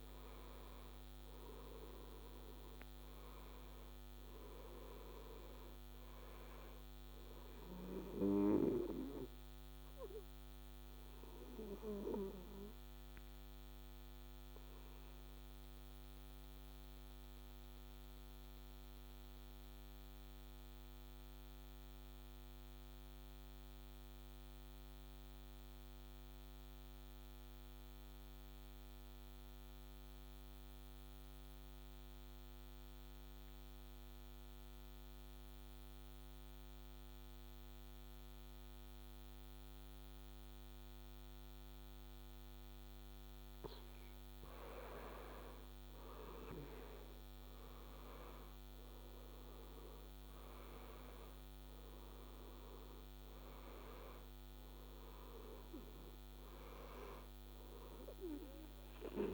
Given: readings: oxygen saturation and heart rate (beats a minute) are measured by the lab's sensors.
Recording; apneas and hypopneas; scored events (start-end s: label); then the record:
breathing in sleep by a microphone on the trachea; 1
0.00-24.50 s: oxygen desaturation (device-marked, oxygen 87% lowest, heart rate 54 extreme)
8.50-42.00 s: obstructive apnea (oxygen 96% before, 87% lowest, heart rate 61 before, 61 extreme, up 8 after)
41.50-59.34 s: oxygen desaturation (device-marked, oxygen 98% before, 88% lowest, heart rate 62 before, 59 extreme)
44.50-48.50 s: arousal
From the record:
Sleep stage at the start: N2 (light sleep); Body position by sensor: on the back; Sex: male